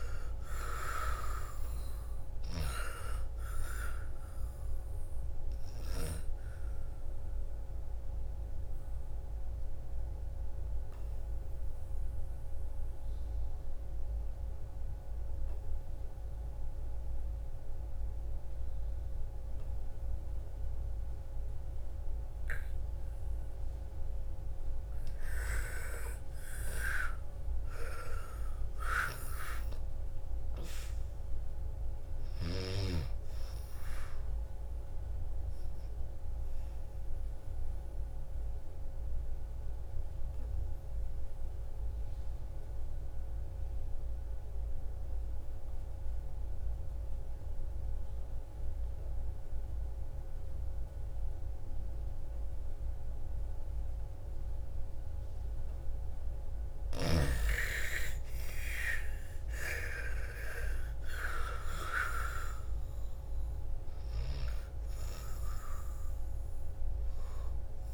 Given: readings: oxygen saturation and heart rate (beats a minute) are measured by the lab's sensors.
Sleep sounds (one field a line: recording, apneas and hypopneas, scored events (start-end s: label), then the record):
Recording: breathing in sleep by a room microphone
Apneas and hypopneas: 2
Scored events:
0.00-17.50 s: oxygen desaturation (device-marked, oxygen 79% lowest, heart rate 55 extreme)
6.50-23.50 s: obstructive apnea (oxygen 98% before, 79% lowest, heart rate 62 before, 52 extreme, up 11 after)
25.50-43.50 s: oxygen desaturation (device-marked, oxygen 99% before, 87% lowest, heart rate 60 before, 52 extreme)
26.00-30.50 s: arousal
34.50-55.50 s: obstructive apnea (oxygen 99% before, 80% lowest, heart rate 61 before, 52 extreme, up 15 after)
56.50-67.94 s: oxygen desaturation (device-marked, oxygen 98% before, 80% lowest, heart rate 55 before, 55 extreme)
57.50-61.00 s: arousal
From the record:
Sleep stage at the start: N2 (light sleep)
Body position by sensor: on the back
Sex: female